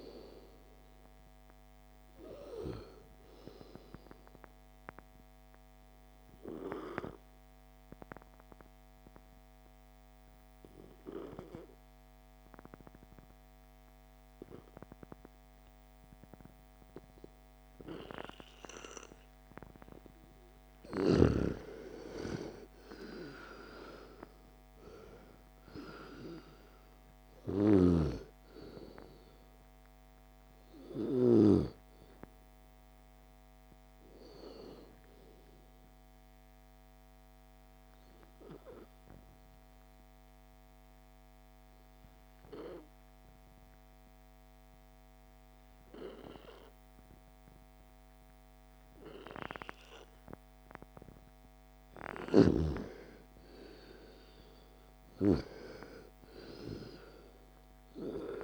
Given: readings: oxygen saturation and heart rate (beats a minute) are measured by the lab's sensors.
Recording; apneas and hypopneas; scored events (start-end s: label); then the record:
breathing in sleep by a microphone on the trachea; 2
0.00-3.00 s: oxygen desaturation (device-marked, oxygen 98% before, 92% lowest, heart rate 61 before, 48 extreme)
5.00-20.50 s: obstructive apnea (oxygen 98% before, 88% lowest)
22.50-25.50 s: arousal
34.00-53.00 s: oxygen desaturation (device-marked, oxygen 96% before, 88% lowest)
36.00-51.00 s: obstructive apnea (oxygen 98% before, 88% lowest, heart rate 68 before, 27 extreme, up 45 after)
53.00-56.50 s: arousal
From the record:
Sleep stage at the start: N2 (light sleep); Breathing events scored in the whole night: 736 in 7.4 hours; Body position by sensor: on the left side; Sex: female